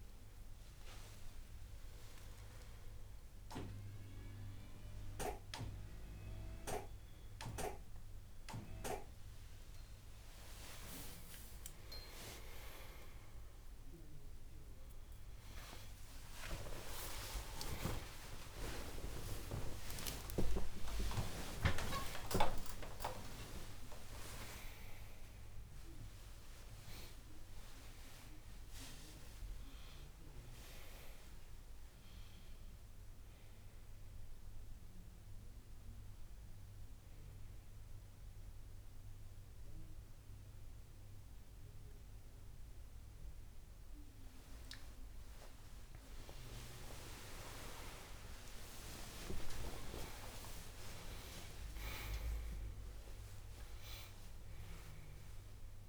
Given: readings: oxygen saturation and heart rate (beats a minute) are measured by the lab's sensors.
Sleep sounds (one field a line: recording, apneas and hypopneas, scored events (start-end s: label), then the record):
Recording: a person awake in a sleep study, by a room microphone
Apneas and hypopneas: none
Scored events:
52.00-55.88 s: new sleep stage, N2 (light sleep)
From the record:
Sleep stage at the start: awake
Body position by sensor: on the right side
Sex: male